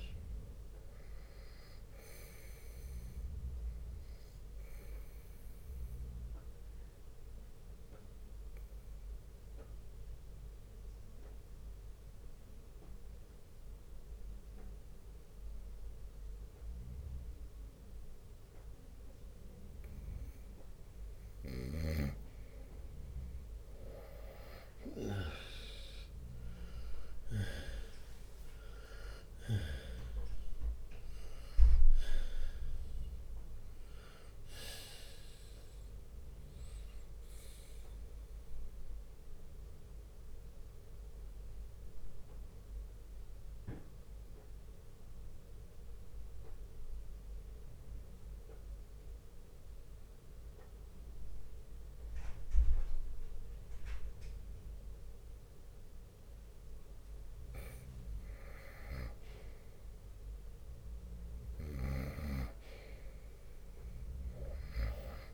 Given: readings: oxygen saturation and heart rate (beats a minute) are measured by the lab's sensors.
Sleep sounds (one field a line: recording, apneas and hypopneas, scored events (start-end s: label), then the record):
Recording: breathing in sleep by a room microphone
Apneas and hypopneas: 2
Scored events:
0.00-1.50 s: arousal
6.00-20.00 s: oxygen desaturation (device-marked, oxygen 97% before, 92% lowest, heart rate 62 before, 60 extreme)
6.50-20.50 s: obstructive apnea (oxygen 98% before, 90% lowest, heart rate 62 before, 60 extreme, up 7 after)
25.00-30.50 s: arousal
28.00-51.00 s: oxygen desaturation (device-marked, oxygen 95% before, 90% lowest, heart rate 62 before, 59 extreme)
39.00-56.50 s: obstructive apnea (oxygen 95% before, 90% lowest, heart rate 66 before, 59 extreme, up 4 after)
43.00-45.00 s: bradycardia (device-marked, heart rate 64 before, 60 extreme)
59.50-63.50 s: arousal
From the record:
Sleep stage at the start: N2 (light sleep)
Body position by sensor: on the right side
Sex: male